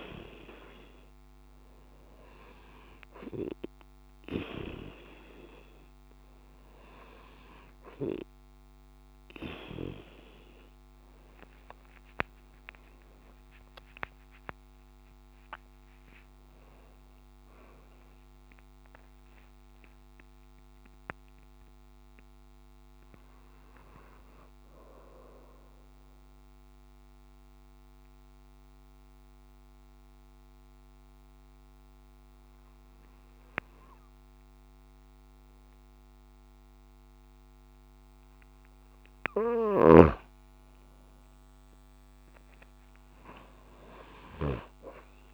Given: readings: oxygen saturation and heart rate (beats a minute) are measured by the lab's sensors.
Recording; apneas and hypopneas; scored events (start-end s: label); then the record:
breathing in sleep by a microphone on the trachea; 1
14.50-16.50 s: long interval between heartbeats (device-marked)
17.50-21.50 s: arousal
26.00-38.50 s: mixed apnea (oxygen 95% before, 93% lowest)
40.00-44.00 s: arousal
From the record:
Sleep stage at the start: N2 (light sleep); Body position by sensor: on the right side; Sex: female